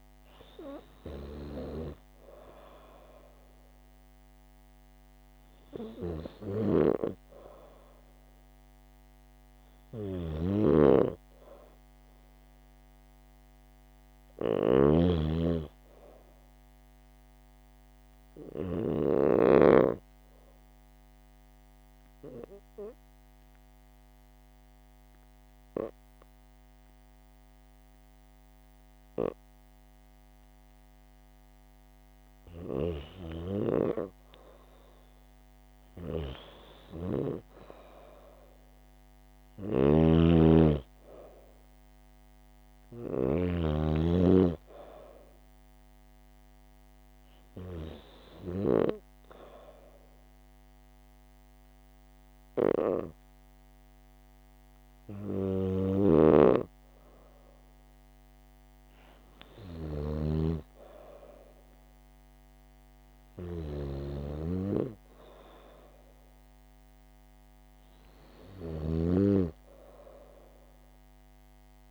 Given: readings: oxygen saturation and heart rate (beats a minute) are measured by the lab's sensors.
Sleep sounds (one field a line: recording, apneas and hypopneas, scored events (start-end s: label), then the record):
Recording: breathing in sleep by a microphone on the trachea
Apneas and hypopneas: 1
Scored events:
0.00-11.00 s: oxygen desaturation (device-marked, oxygen 87% lowest, heart rate 76 extreme)
10.00-20.00 s: snoring (device-marked)
15.50-19.50 s: arousal
22.00-32.50 s: obstructive apnea (oxygen 100% before, 92% lowest, heart rate 79 before, 74 extreme, up 2 after)
34.50-37.00 s: arousal
36.00-55.00 s: oxygen desaturation (device-marked, oxygen 98% before, 92% lowest, heart rate 78 before, 74 extreme)
39.50-43.50 s: snoring (device-marked)
56.00-71.91 s: snoring (device-marked)
58.50-61.50 s: arousal
From the record:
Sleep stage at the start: N2 (light sleep)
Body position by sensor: on the right side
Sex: female